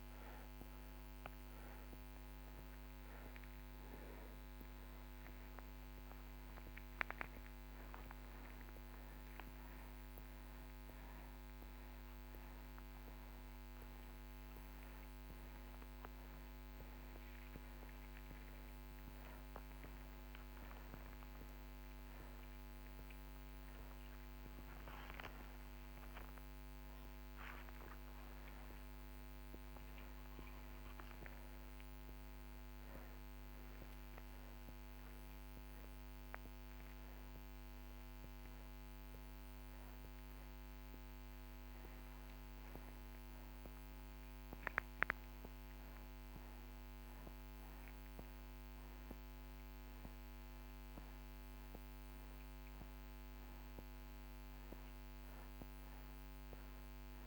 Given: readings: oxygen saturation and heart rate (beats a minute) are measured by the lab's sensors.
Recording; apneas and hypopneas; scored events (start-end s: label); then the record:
a person awake in a sleep study, hard to hear, by a microphone on the trachea; none
none scored
From the record:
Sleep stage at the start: awake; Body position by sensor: upright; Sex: male